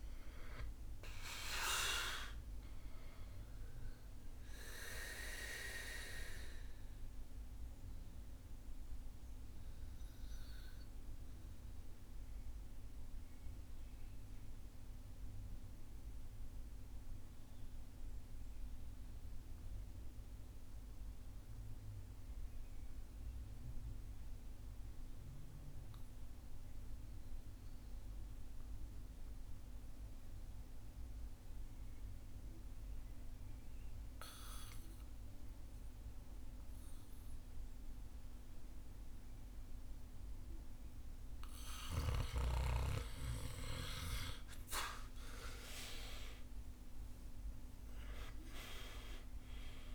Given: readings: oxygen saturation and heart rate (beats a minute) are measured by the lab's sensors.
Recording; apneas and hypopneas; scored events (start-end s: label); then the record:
breathing in sleep by a room microphone; 1
0.00-25.00 s: oxygen desaturation (device-marked, oxygen 82% lowest, heart rate 53 extreme)
5.00-43.00 s: obstructive apnea (oxygen 98% before, 78% lowest, heart rate 67 before, 53 extreme, up 23 after)
40.00-49.95 s: oxygen desaturation (device-marked, oxygen 99% before, 78% lowest, heart rate 57 before, 54 extreme)
45.00-49.50 s: arousal
From the record:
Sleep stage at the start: REM sleep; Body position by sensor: on the right side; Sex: male